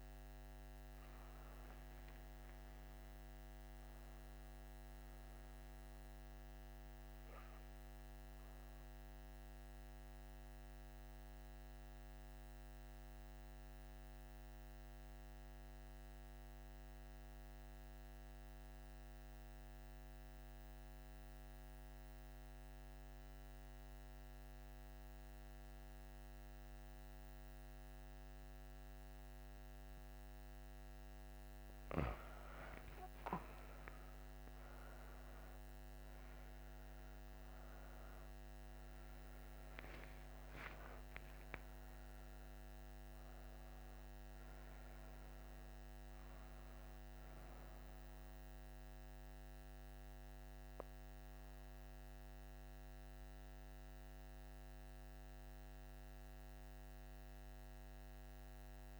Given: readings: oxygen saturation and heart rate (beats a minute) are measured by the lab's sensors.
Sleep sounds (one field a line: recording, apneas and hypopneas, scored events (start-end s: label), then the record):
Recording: breathing in sleep, hard to hear, by a microphone on the trachea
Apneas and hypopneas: 1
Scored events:
0.00-15.00 s: oxygen desaturation (device-marked, oxygen 88% lowest, heart rate 46 extreme)
1.50-5.00 s: arousal
7.50-30.50 s: obstructive apnea (oxygen 96% before, 84% lowest)
28.00-59.00 s: oxygen desaturation (device-marked, oxygen 97% before, 84% lowest)
32.00-39.50 s: arousal
From the record:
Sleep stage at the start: N2 (light sleep)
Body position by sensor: on the back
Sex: female